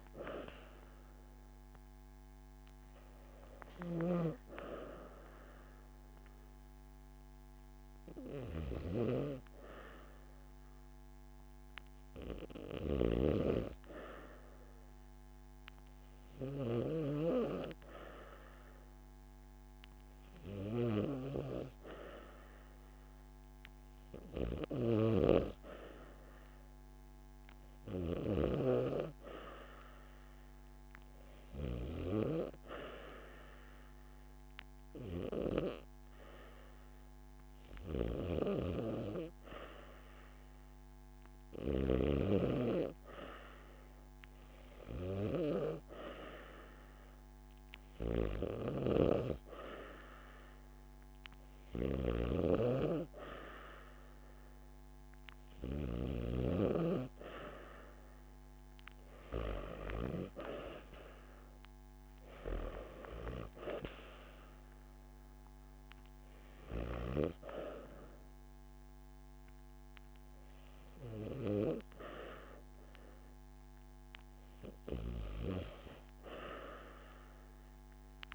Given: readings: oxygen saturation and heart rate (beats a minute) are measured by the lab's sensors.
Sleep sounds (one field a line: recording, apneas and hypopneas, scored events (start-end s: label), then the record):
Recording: breathing in sleep by a microphone on the trachea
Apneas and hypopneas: 1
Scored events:
0.00-1.50 s: oxygen desaturation (device-marked, oxygen 90% lowest)
1.00-5.00 s: arousal
8.00-44.00 s: hypopnea (oxygen 95% before, 90% lowest)
17.50-19.50 s: long interval between heartbeats (device-marked)
26.50-48.50 s: oxygen desaturation (device-marked, oxygen 95% before, 90% lowest)
47.50-50.50 s: arousal
74.00-76.00 s: long interval between heartbeats (device-marked)
77.50-78.35 s: new sleep stage, N1 (lightest sleep)
From the record:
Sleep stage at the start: REM sleep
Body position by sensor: on the back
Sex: female